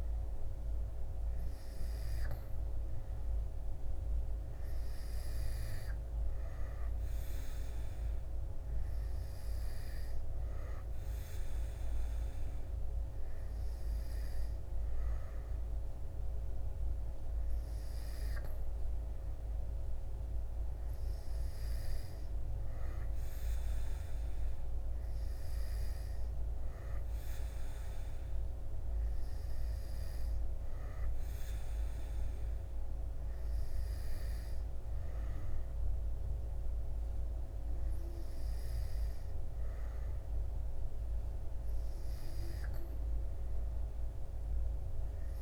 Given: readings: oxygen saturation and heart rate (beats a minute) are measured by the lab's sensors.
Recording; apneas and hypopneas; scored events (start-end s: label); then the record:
breathing in sleep, hard to hear, by a room microphone; none
none scored
From the record:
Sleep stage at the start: N2 (light sleep); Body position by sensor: on the back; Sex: male